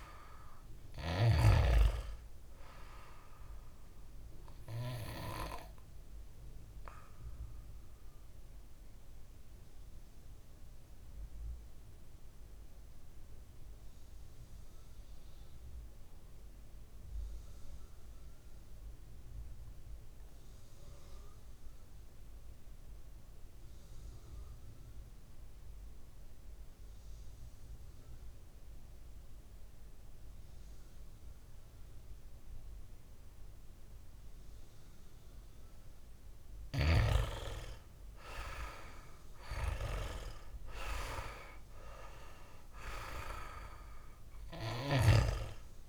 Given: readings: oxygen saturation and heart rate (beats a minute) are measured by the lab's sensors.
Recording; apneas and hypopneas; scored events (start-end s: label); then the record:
breathing in sleep by a room microphone; 1
0.00-17.50 s: oxygen desaturation (device-marked, oxygen 88% lowest, heart rate 56 extreme)
6.50-35.00 s: obstructive apnea (oxygen 99% before, 88% lowest, heart rate 62 before, 56 extreme, up 7 after)
33.50-45.89 s: oxygen desaturation (device-marked, oxygen 99% before, 88% lowest, heart rate 60 before, 56 extreme)
37.00-41.50 s: arousal
From the record:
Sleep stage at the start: N2 (light sleep); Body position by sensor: on the back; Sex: male